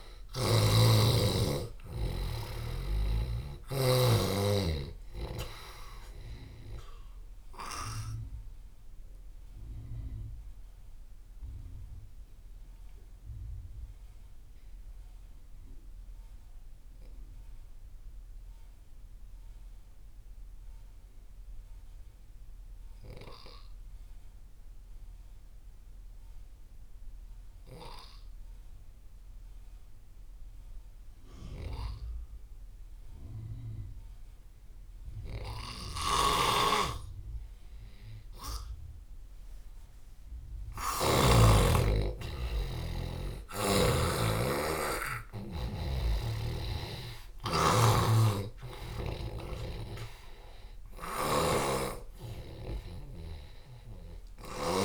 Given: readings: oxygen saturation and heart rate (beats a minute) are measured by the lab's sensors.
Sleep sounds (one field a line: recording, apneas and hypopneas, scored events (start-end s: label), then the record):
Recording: breathing in sleep by a room microphone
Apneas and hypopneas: 1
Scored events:
0.00-1.00 s: arousal
0.00-3.50 s: snoring (device-marked)
0.00-24.00 s: oxygen desaturation (device-marked, oxygen 87% lowest)
8.50-38.00 s: obstructive apnea (oxygen 99% before, 87% lowest)
35.50-41.00 s: snoring (device-marked)
40.00-54.85 s: oxygen desaturation (device-marked, oxygen 98% before, 89% lowest)
41.00-45.50 s: arousal
45.50-49.00 s: snoring (device-marked)
51.00-54.50 s: snoring (device-marked)
From the record:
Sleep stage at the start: N2 (light sleep)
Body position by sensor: on the left side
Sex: male